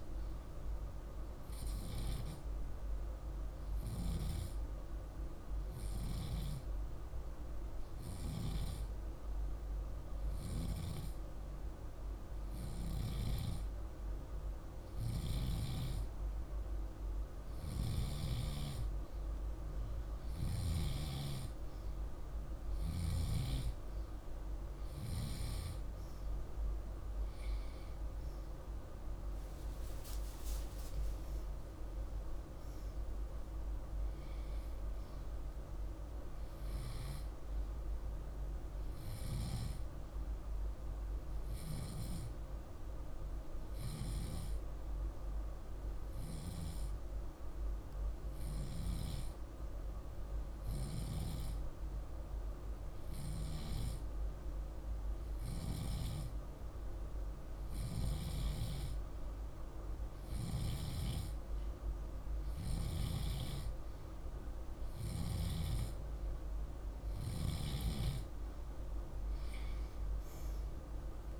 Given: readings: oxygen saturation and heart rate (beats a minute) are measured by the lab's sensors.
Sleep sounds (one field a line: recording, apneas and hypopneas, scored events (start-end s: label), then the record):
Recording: breathing in sleep, hard to hear, by a room microphone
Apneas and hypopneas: 2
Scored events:
1.00-15.50 s: hypopnea (oxygen 96% before, 93% lowest, heart rate 49 before, 49 extreme, up 0 after)
17.50-21.00 s: arousal
39.00-56.50 s: hypopnea (oxygen 96% before, 95% lowest, heart rate 53 before, 48 extreme, up 1 after)
59.00-62.50 s: arousal
From the record:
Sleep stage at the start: N2 (light sleep)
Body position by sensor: on the left side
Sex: male